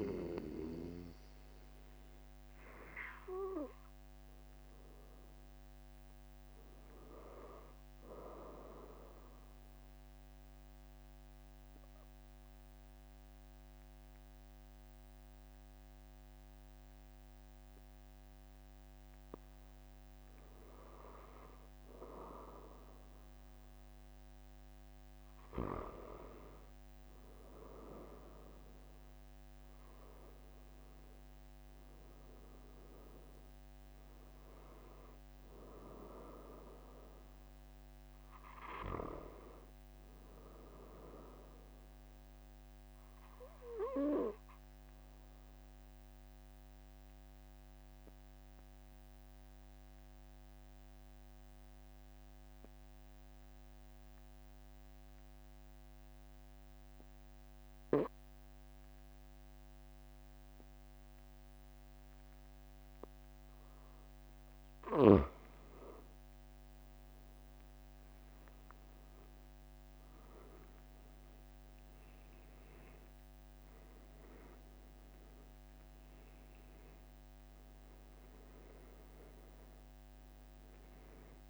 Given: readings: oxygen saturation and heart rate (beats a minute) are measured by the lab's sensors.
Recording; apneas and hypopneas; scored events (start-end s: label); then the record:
breathing in sleep by a microphone on the trachea; 2
10.00-21.00 s: obstructive apnea (oxygen 97% before, 93% lowest, heart rate 46 before, 43 extreme, up 3 after)
25.00-28.50 s: arousal
42.50-65.00 s: obstructive apnea (oxygen 96% before, 91% lowest, heart rate 45 before, 45 extreme, up 4 after)
72.50-77.50 s: arousal
72.50-81.49 s: oxygen desaturation (device-marked, oxygen 96% before, 91% lowest, heart rate 46 before, 45 extreme)
From the record:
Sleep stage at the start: N2 (light sleep); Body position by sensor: on the back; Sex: male